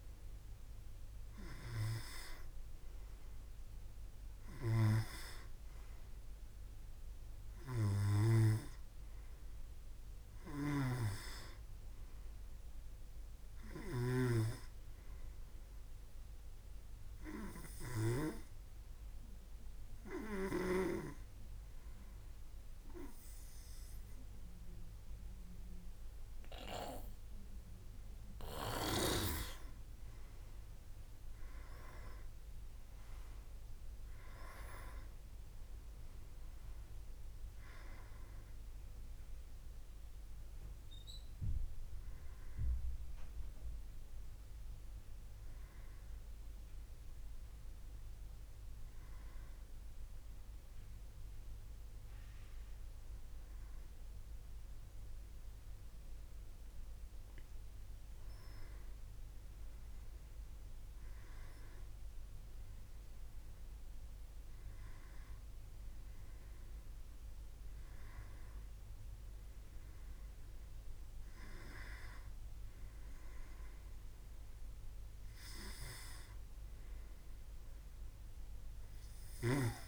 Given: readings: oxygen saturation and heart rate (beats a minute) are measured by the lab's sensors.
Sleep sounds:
breathing in sleep by a room microphone; 2
7.00-10.50 s: arousal
10.00-14.00 s: snoring (device-marked)
12.50-28.50 s: obstructive apnea (oxygen 98% before, 95% lowest, heart rate 70 before, 64 extreme, up 10 after)
31.00-37.00 s: arousal
35.00-46.00 s: oxygen desaturation (device-marked, oxygen 98% before, 95% lowest, heart rate 68 before, 68 extreme)
41.50-56.50 s: hypopnea (oxygen 98% before, 95% lowest, heart rate 69 before, 64 extreme, up 13 after)
59.00-63.00 s: arousal
74.00-79.88 s: new sleep stage, N1 (lightest sleep)
From the record:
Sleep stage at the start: N2 (light sleep); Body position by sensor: on the back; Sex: male

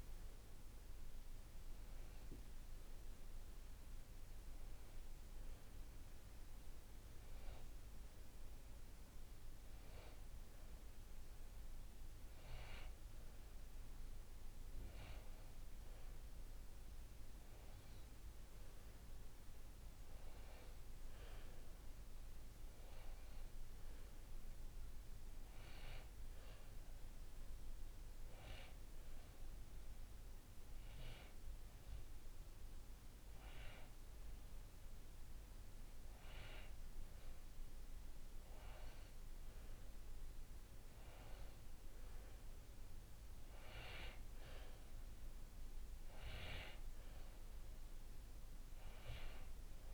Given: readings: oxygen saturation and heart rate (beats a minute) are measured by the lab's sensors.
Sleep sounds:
breathing in sleep by a room microphone; 1
22.50-36.00 s: hypopnea (oxygen 94% before, 92% lowest, heart rate 58 before, 54 extreme, up 6 after)
39.00-43.00 s: arousal
From the record:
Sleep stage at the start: N2 (light sleep); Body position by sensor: on the back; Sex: male

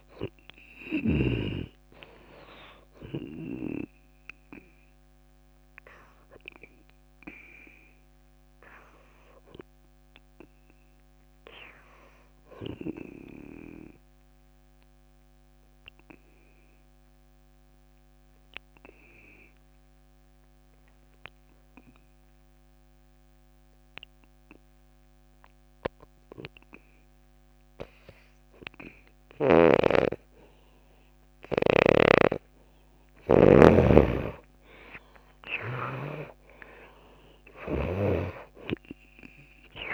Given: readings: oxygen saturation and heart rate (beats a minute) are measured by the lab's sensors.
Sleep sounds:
breathing in sleep by a microphone on the trachea; 1
0.00-4.00 s: oxygen desaturation (device-marked, oxygen 81% lowest)
1.50-4.50 s: arousal
6.00-31.00 s: obstructive apnea (oxygen 97% before, 77% lowest)
25.00-39.94 s: oxygen desaturation (device-marked, oxygen 97% before, 77% lowest)
32.00-36.50 s: snoring (device-marked)
34.50-38.50 s: arousal
From the record:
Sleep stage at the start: N2 (light sleep); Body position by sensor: on the back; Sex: female

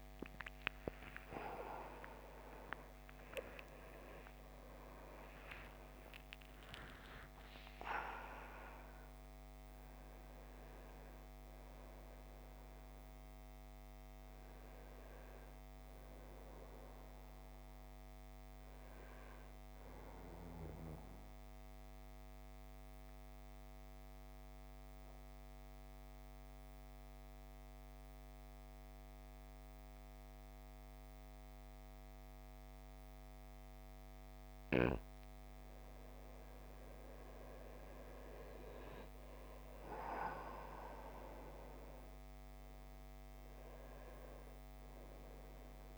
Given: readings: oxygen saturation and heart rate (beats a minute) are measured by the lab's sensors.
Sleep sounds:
breathing in sleep by a microphone on the trachea; 1
1.50-7.00 s: arousal
21.00-34.00 s: obstructive apnea (oxygen 95% before, 89% lowest, heart rate 82 before, 54 extreme, up 6 after)
37.00-42.00 s: arousal
42.00-45.98 s: oxygen desaturation (device-marked, oxygen 97% before, 89% lowest, heart rate 56 before, 55 extreme)
From the record:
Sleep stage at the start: N2 (light sleep); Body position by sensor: on the back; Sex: male

